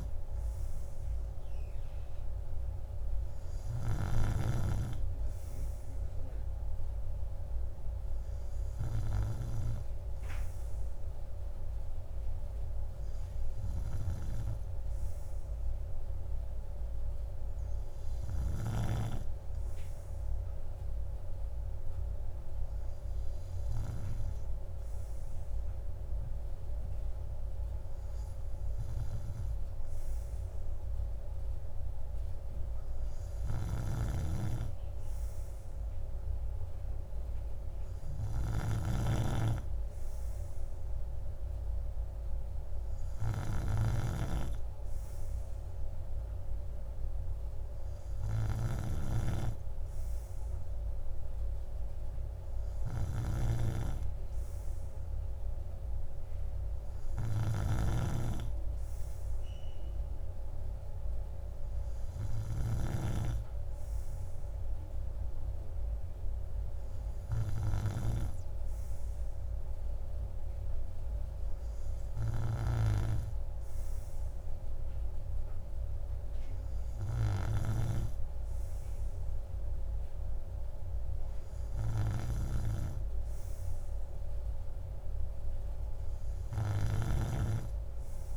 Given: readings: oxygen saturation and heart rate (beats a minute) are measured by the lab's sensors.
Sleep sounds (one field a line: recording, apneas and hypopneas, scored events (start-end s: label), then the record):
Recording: breathing in sleep by a room microphone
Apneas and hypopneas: none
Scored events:
none scored
From the record:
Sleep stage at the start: N3 (deep sleep)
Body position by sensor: on the right side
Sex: male